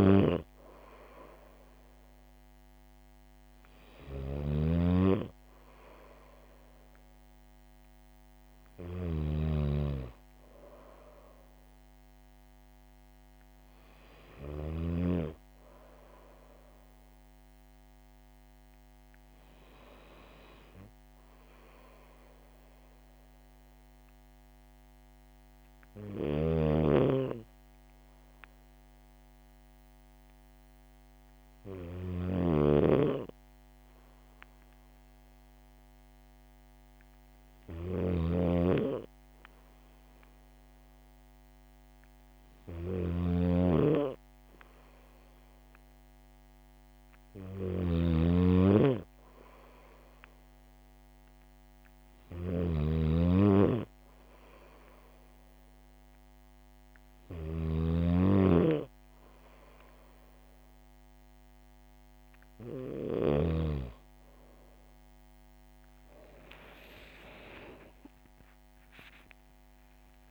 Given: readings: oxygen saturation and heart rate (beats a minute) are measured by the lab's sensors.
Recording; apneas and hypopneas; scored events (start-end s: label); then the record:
breathing in sleep by a microphone on the trachea; 1
0.00-9.00 s: snoring (device-marked)
23.50-36.50 s: hypopnea (oxygen 98% before, 96% lowest, heart rate 66 before, 63 extreme, up 1 after)
26.00-63.00 s: snoring (device-marked)
37.50-41.00 s: arousal
67.50-70.31 s: arousal
From the record:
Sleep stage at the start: N2 (light sleep); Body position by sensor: on the back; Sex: female